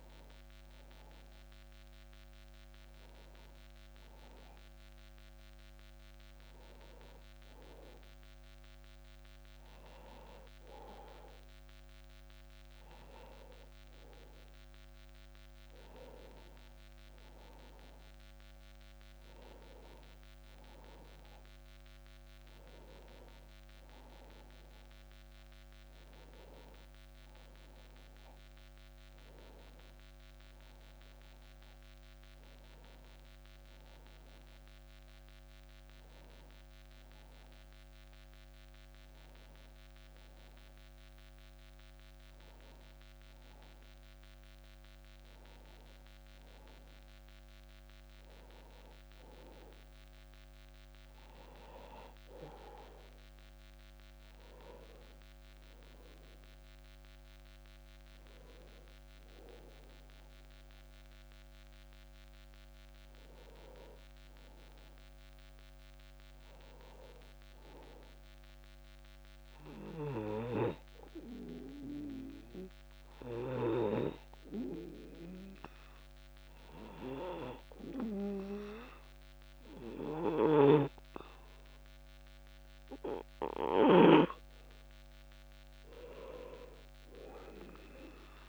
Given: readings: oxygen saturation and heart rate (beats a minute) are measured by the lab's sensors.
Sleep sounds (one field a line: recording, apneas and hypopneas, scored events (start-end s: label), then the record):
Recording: breathing in sleep by a microphone on the trachea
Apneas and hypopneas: 1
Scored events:
31.50-35.50 s: arousal
62.00-65.50 s: arousal
69.50-84.00 s: hypopnea (oxygen 98% before, 94% lowest, heart rate 49 before, 37 extreme, up 23 after)
83.50-88.49 s: snoring (device-marked)
86.00-88.49 s: arousal
From the record:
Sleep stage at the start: N2 (light sleep)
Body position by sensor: on the back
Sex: male